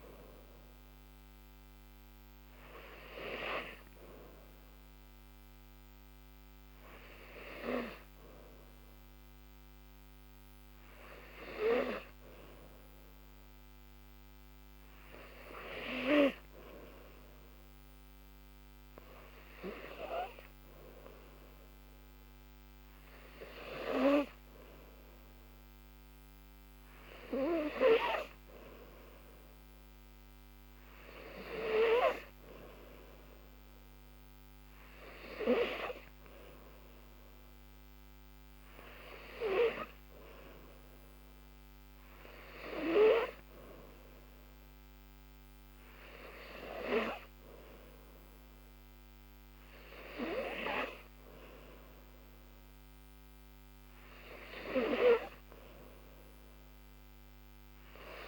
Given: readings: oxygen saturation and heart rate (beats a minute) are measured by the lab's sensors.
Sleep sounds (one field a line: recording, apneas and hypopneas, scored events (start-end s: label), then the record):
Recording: breathing in sleep by a microphone on the trachea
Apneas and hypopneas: none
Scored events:
none scored
From the record:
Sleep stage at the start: N3 (deep sleep)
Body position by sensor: on the back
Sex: female